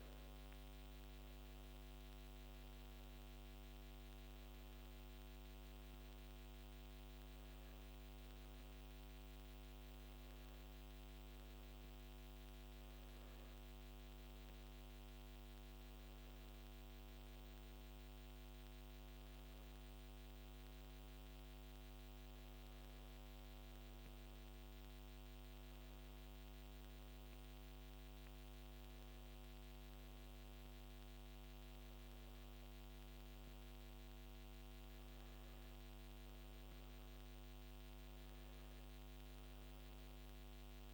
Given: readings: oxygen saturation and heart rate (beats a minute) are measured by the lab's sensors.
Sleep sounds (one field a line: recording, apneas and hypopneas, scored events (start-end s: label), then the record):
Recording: breathing in sleep, hard to hear, by a microphone on the trachea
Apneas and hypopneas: none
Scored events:
none scored
From the record:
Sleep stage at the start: N2 (light sleep)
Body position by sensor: on the back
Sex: male